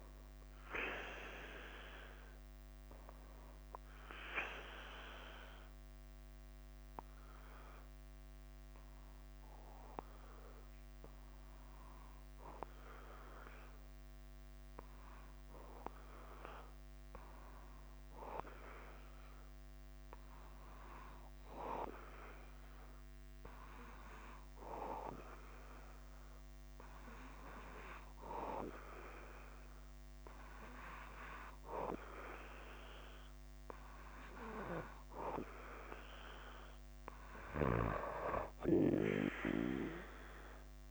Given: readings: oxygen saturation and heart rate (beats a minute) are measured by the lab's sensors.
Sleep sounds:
breathing in sleep by a microphone on the trachea; 1
0.00-13.50 s: oxygen desaturation (device-marked, oxygen 95% lowest, heart rate 49 extreme)
0.00-40.91 s: bradycardia (device-marked, heart rate 44 extreme)
5.00-34.00 s: obstructive apnea (oxygen 99% before, 92% lowest, heart rate 52 before, 49 extreme, up 3 after)
36.50-39.50 s: arousal
39.50-40.91 s: oxygen desaturation (device-marked, oxygen 98% before, 92% lowest, heart rate 51 before, 48 extreme)
From the record:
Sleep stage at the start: N2 (light sleep); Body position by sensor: on the back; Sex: male

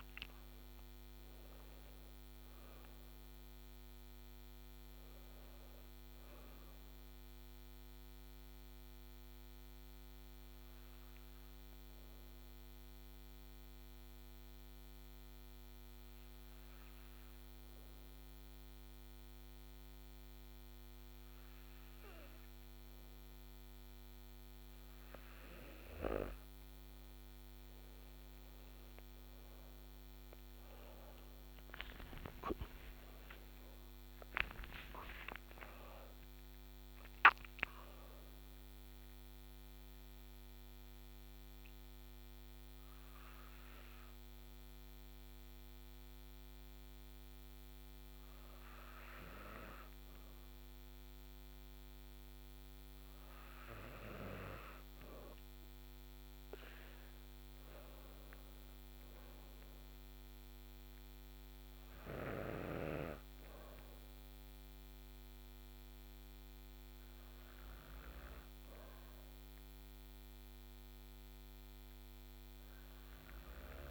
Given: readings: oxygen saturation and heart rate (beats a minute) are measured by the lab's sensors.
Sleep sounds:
breathing in sleep by a microphone on the trachea; 1
0.00-2.00 s: arousal
2.00-14.00 s: oxygen desaturation (device-marked, oxygen 98% before, 94% lowest, heart rate 111 before, 101 extreme)
9.50-25.00 s: hypopnea (oxygen 98% before, 93% lowest, heart rate 95 before, 87 extreme, up 29 after)
30.50-35.00 s: arousal
31.00-52.00 s: oxygen desaturation (device-marked, oxygen 97% before, 93% lowest, heart rate 143 before, 52 extreme)
From the record:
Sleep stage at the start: N2 (light sleep); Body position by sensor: on the back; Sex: female

